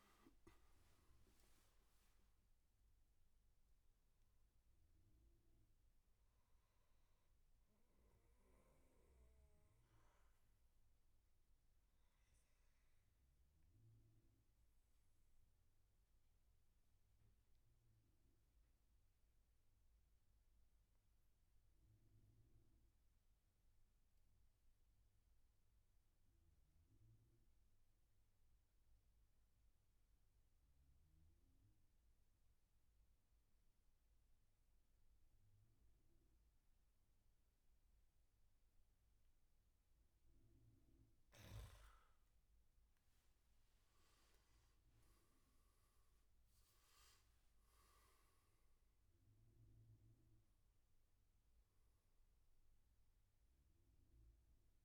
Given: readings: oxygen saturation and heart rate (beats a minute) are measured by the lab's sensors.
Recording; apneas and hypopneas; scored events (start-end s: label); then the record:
breathing in sleep, hard to hear, by a room microphone; 1
0.00-22.00 s: oxygen desaturation (device-marked, oxygen 87% lowest, heart rate 65 extreme)
9.00-39.50 s: obstructive apnea (oxygen 97% before, 88% lowest, heart rate 80 before, 61 extreme, up 17 after)
37.00-54.85 s: oxygen desaturation (device-marked, oxygen 99% before, 92% lowest, heart rate 69 before, 61 extreme)
42.50-46.50 s: arousal
From the record:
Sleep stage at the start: N2 (light sleep); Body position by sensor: on the back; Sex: male